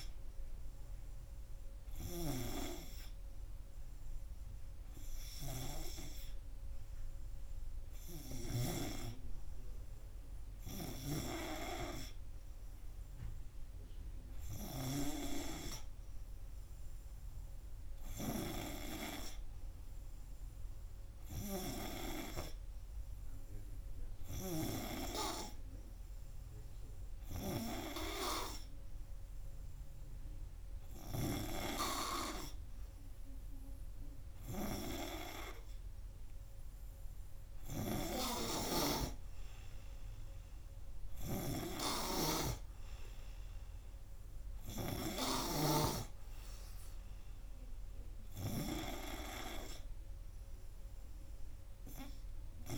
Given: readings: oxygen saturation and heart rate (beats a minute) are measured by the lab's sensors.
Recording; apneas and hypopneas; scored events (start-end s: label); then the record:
breathing in sleep by a room microphone; none
none scored
From the record:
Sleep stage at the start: N3 (deep sleep); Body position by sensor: on the right side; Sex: male